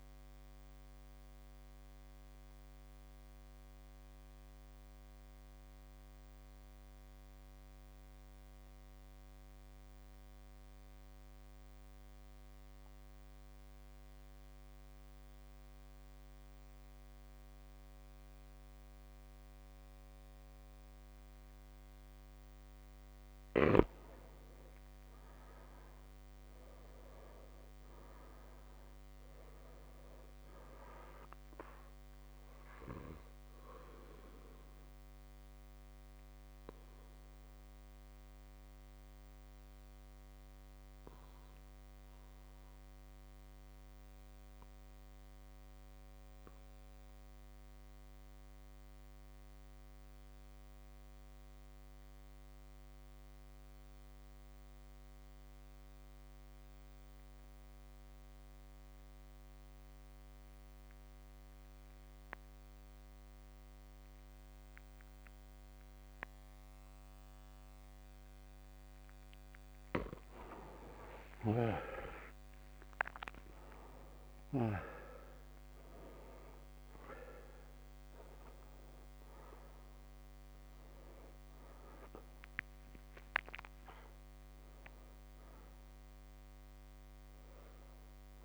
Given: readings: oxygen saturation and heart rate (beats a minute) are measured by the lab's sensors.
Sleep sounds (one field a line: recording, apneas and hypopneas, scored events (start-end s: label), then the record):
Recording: breathing in sleep by a microphone on the trachea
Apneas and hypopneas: 2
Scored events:
0.00-13.50 s: oxygen desaturation (device-marked, oxygen 92% lowest)
1.00-23.50 s: mixed apnea (oxygen 99% before, 92% lowest)
25.00-28.00 s: arousal
32.50-54.50 s: oxygen desaturation (device-marked, oxygen 100% before, 94% lowest)
33.50-69.00 s: mixed apnea (oxygen 100% before, 87% lowest)
50.00-52.00 s: long interval between heartbeats (device-marked)
71.50-88.45 s: oxygen desaturation (device-marked, oxygen 99% before, 87% lowest)
78.50-88.45 s: new sleep stage, awake
From the record:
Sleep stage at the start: N2 (light sleep)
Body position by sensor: on the back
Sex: male